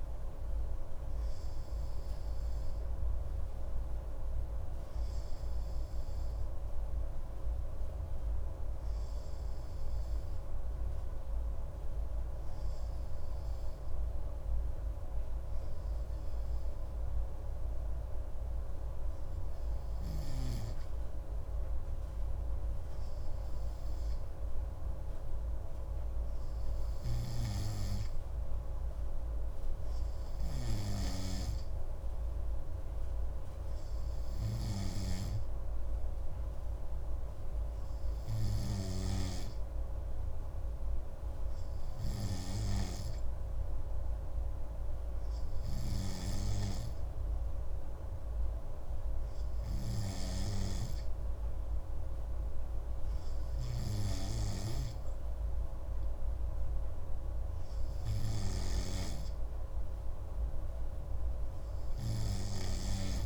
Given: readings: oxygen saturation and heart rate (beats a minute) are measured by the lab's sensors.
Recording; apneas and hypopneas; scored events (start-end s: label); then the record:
breathing in sleep by a room microphone; none
35.00-39.50 s: snoring (device-marked)
From the record:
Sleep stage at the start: N2 (light sleep); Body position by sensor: on the right side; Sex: male